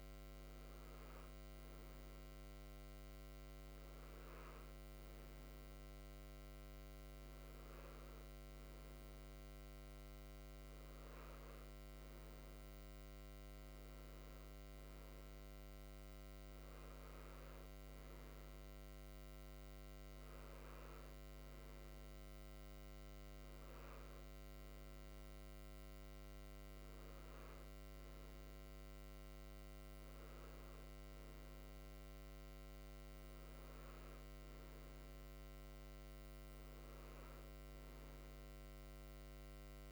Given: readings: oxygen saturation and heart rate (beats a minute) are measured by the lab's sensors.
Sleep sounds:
breathing in sleep, hard to hear, by a microphone on the trachea; none
none scored
From the record:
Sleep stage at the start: N3 (deep sleep); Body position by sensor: on the right side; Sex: male

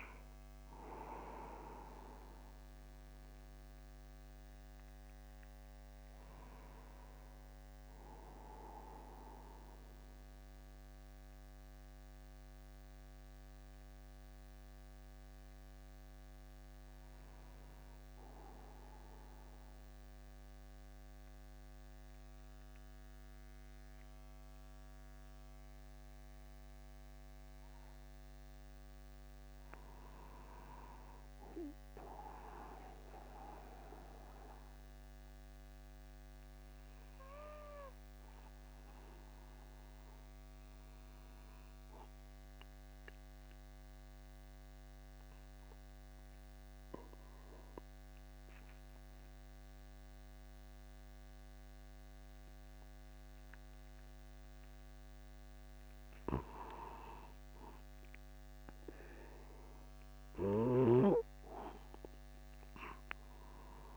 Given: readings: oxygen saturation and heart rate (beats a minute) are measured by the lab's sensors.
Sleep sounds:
breathing in sleep by a microphone on the trachea; 1
20.00-63.97 s: new sleep stage, N2 (light sleep)
42.00-55.50 s: obstructive apnea (oxygen 99% before, 94% lowest, heart rate 50 before, 50 extreme)
59.50-63.50 s: arousal
From the record:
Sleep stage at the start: N1 (lightest sleep); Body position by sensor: upright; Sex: male

